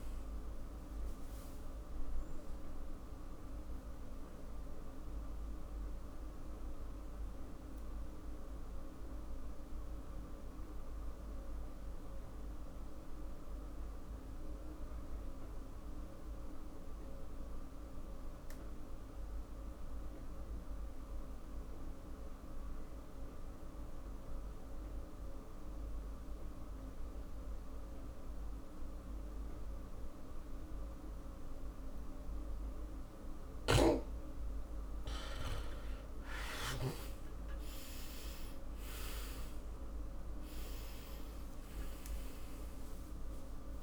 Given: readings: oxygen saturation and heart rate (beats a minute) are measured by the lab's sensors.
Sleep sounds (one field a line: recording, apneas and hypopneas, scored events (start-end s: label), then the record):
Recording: breathing in sleep, hard to hear, by a room microphone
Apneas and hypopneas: 1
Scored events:
0.00-27.00 s: oxygen desaturation (device-marked, oxygen 86% lowest, heart rate 50 extreme)
2.00-32.00 s: obstructive apnea (oxygen 99% before, 86% lowest, heart rate 56 before, 48 extreme, up 10 after)
33.50-37.00 s: snoring (device-marked)
34.00-39.00 s: arousal
From the record:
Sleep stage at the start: N2 (light sleep)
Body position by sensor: on the back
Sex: male